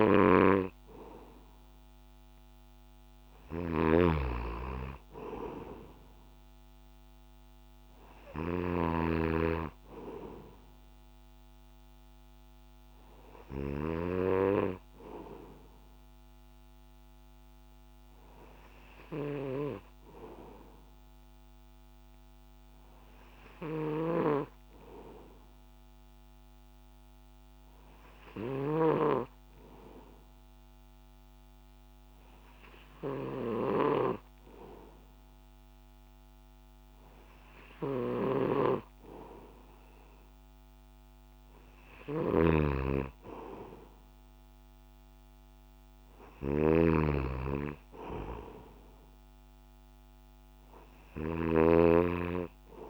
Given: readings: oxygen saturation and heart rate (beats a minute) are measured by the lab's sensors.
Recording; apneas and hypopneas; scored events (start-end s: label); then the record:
breathing in sleep by a microphone on the trachea; none
0.00-14.00 s: snoring (device-marked)
24.00-29.00 s: snoring (device-marked)
38.00-52.00 s: snoring (device-marked)
From the record:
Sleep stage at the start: N2 (light sleep); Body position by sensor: on the back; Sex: male